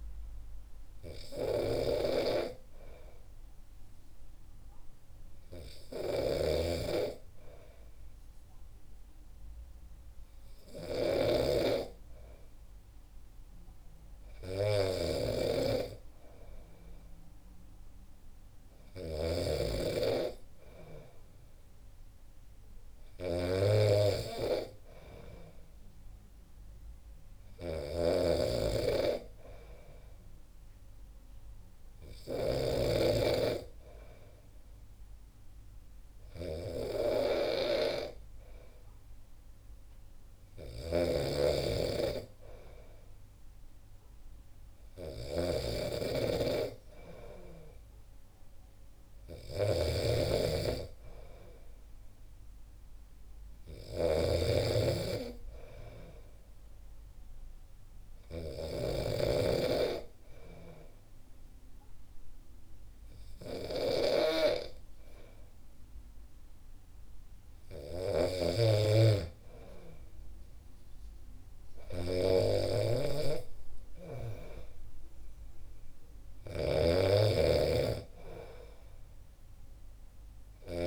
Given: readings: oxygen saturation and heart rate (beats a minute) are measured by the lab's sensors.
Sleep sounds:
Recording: breathing in sleep by a room microphone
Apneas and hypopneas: 1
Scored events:
0.00-14.00 s: oxygen desaturation (device-marked, oxygen 93% lowest, heart rate 63 extreme)
0.00-33.00 s: snoring (device-marked)
4.50-15.50 s: hypopnea (oxygen 97% before, 93% lowest, heart rate 65 before, 63 extreme, up 2 after)
18.00-22.00 s: arousal
40.50-80.87 s: snoring (device-marked)
From the record:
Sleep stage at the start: N2 (light sleep)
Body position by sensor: on the back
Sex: male

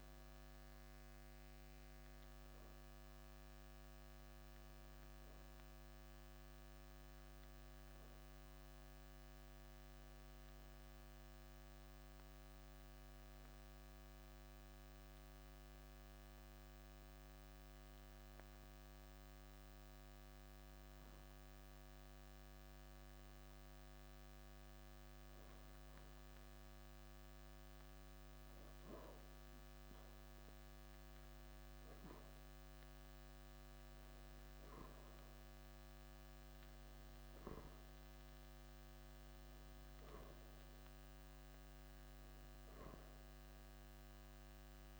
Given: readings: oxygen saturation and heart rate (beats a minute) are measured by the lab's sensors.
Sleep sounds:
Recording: breathing in sleep, hard to hear, by a microphone on the trachea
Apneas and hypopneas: 1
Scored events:
0.00-2.50 s: arousal
13.50-26.50 s: hypopnea (oxygen 97% before, 91% lowest, heart rate 56 before, 54 extreme, up 0 after)
30.00-34.50 s: arousal
36.50-45.00 s: oxygen desaturation (device-marked, oxygen 95% before, 91% lowest, heart rate 55 before, 54 extreme)
From the record:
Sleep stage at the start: N2 (light sleep)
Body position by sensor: on the back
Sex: male

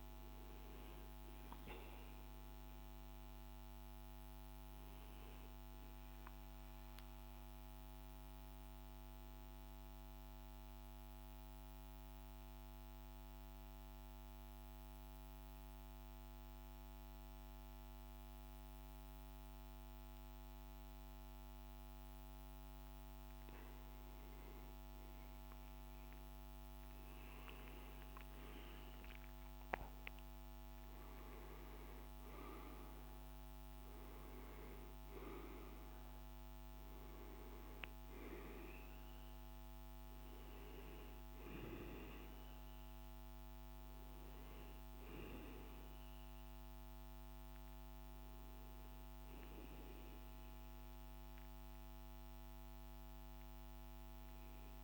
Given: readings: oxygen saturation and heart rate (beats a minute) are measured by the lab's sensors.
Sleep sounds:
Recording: breathing in sleep, hard to hear, by a microphone on the trachea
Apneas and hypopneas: 1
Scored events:
0.00-8.50 s: oxygen desaturation (device-marked, oxygen 93% lowest, heart rate 53 extreme)
7.50-22.00 s: central apnea (oxygen 96% before, 93% lowest, heart rate 55 before, 53 extreme, up 4 after)
25.50-30.00 s: arousal
27.50-54.84 s: oxygen desaturation (device-marked, oxygen 99% before, 93% lowest, heart rate 53 before, 51 extreme)
From the record:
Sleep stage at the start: REM sleep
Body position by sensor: on the back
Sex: male

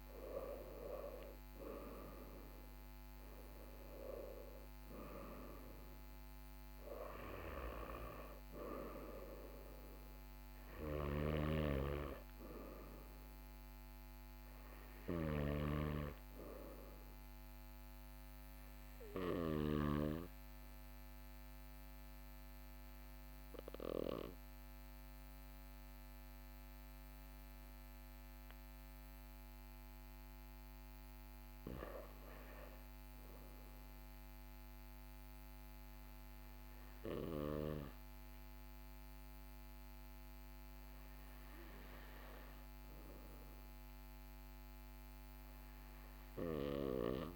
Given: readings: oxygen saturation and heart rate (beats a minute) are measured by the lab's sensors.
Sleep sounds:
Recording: breathing in sleep by a microphone on the trachea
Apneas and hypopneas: 1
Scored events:
0.00-3.00 s: arousal
0.00-26.00 s: oxygen desaturation (device-marked, oxygen 90% lowest, heart rate 42 extreme)
22.50-35.50 s: hypopnea (oxygen 96% before, 90% lowest, heart rate 45 before, 42 extreme, up 1 after)
38.00-42.50 s: arousal
From the record:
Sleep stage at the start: N2 (light sleep)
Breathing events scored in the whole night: 227 in 7.2 hours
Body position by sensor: on the right side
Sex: male

